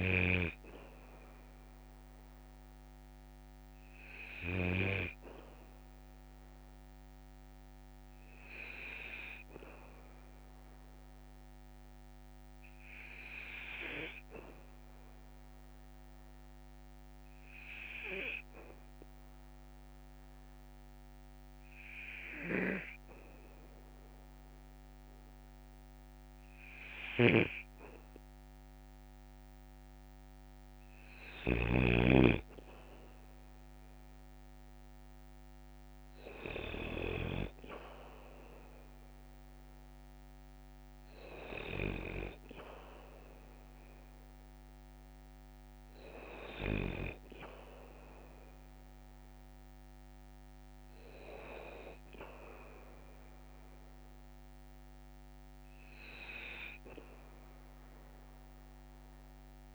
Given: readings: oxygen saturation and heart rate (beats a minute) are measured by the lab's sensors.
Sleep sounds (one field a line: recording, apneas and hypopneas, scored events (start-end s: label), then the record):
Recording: breathing in sleep by a microphone on the trachea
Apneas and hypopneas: 1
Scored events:
13.50-27.00 s: obstructive apnea (oxygen 96% before, 94% lowest, heart rate 57 before, 53 extreme, up 3 after)
27.00-37.00 s: snoring (device-marked)
30.50-33.50 s: arousal
From the record:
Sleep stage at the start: N2 (light sleep)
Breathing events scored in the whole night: 132 in 5.2 hours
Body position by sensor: on the back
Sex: male